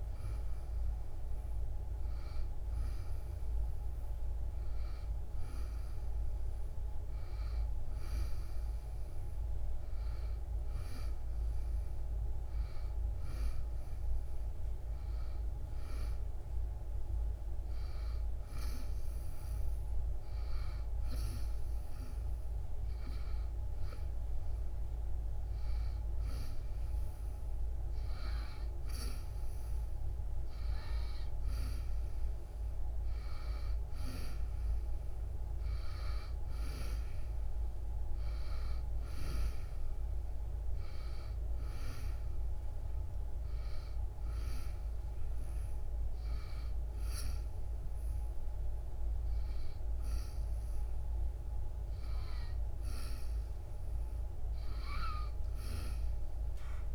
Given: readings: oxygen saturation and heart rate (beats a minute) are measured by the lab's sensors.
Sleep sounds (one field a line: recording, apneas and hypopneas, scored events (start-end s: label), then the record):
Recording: breathing in sleep, hard to hear, by a room microphone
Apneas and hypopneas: none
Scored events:
none scored
From the record:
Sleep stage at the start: N1 (lightest sleep)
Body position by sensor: on the back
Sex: female